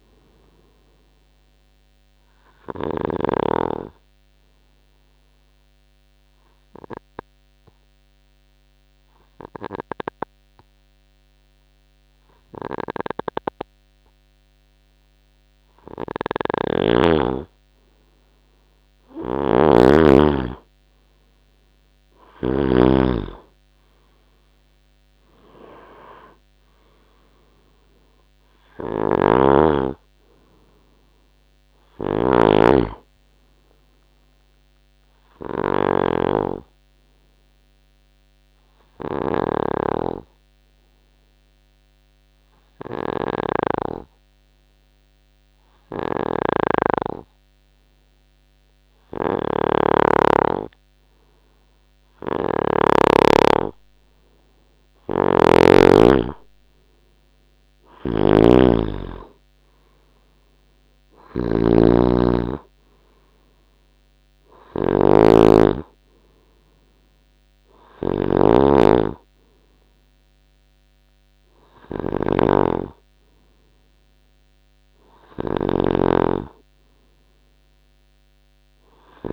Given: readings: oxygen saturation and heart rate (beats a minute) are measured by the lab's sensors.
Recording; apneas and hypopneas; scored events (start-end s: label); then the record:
breathing in sleep by a microphone on the trachea; 2
0.00-3.50 s: snoring (device-marked)
2.50-16.00 s: obstructive apnea (oxygen 97% before, 93% lowest, heart rate 69 before, 66 extreme, up 5 after)
16.50-23.00 s: snoring (device-marked)
21.00-25.50 s: arousal
29.00-53.00 s: snoring (device-marked)
35.50-54.50 s: hypopnea (oxygen 96% before, 93% lowest, heart rate 71 before, 62 extreme, up 4 after)
55.00-79.33 s: snoring (device-marked)
57.00-61.00 s: arousal
From the record:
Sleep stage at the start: N2 (light sleep); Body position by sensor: on the right side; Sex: male